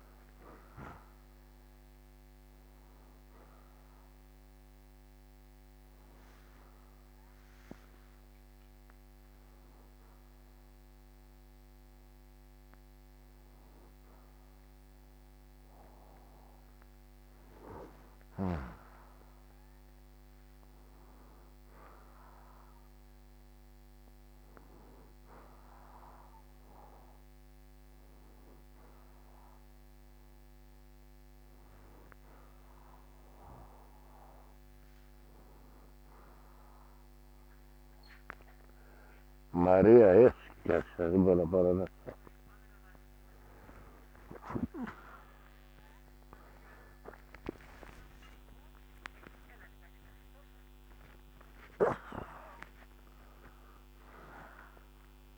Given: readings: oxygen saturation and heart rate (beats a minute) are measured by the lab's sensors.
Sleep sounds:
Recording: breathing in sleep by a microphone on the trachea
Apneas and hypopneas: none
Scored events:
0.00-11.00 s: oxygen desaturation (device-marked, oxygen 87% lowest, heart rate 64 extreme)
20.00-33.00 s: oxygen desaturation (device-marked, oxygen 98% before, 94% lowest, heart rate 81 before, 64 extreme)
52.00-55.38 s: new sleep stage, awake
From the record:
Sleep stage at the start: N2 (light sleep)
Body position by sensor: on the back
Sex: male

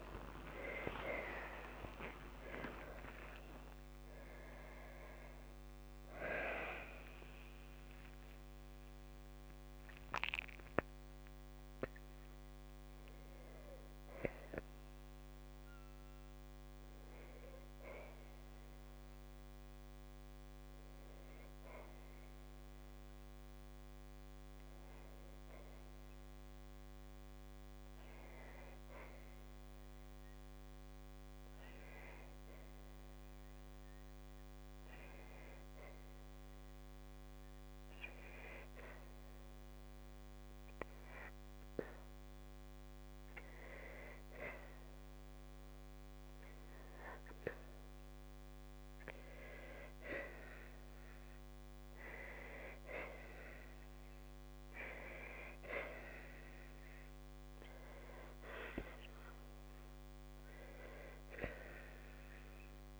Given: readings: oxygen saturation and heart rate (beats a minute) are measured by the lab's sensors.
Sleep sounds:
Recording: a person partly awake in a sleep study, by a microphone on the trachea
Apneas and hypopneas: 1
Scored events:
0.00-1.50 s: long interval between heartbeats (device-marked, heart rate 107 extreme)
0.00-13.00 s: tachycardia (device-marked, heart rate 143 extreme)
7.50-9.50 s: long interval between heartbeats (device-marked, heart rate 89 before, 111 extreme)
13.00-63.00 s: new sleep stage, N2 (light sleep)
27.00-36.00 s: oxygen desaturation (device-marked, oxygen 95% before, 90% lowest, heart rate 107 before, 79 extreme)
36.50-48.50 s: obstructive apnea (oxygen 95% before, 91% lowest, heart rate 87 before, 79 extreme, up 7 after)
52.00-55.00 s: arousal
56.00-63.00 s: oxygen desaturation (device-marked, oxygen 98% before, 94% lowest, heart rate 82 before, 86 extreme)
From the record:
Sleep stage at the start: awake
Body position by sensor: on the right side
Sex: female

